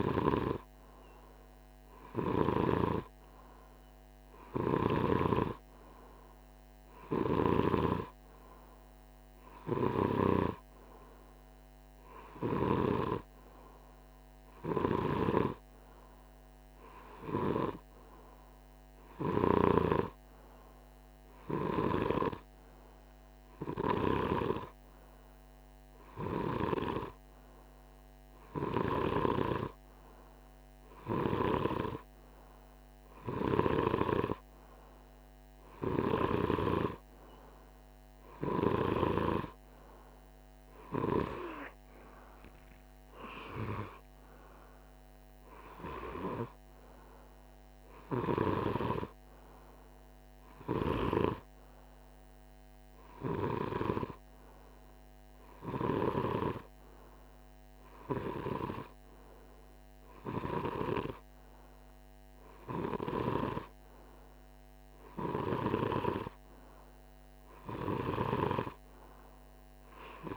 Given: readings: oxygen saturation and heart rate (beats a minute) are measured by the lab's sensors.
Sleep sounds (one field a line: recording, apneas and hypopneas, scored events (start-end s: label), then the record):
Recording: breathing in sleep by a microphone on the trachea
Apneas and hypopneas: none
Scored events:
14.00-28.50 s: snoring (device-marked)
55.00-65.00 s: snoring (device-marked)
From the record:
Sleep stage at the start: N2 (light sleep)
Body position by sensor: on the right side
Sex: male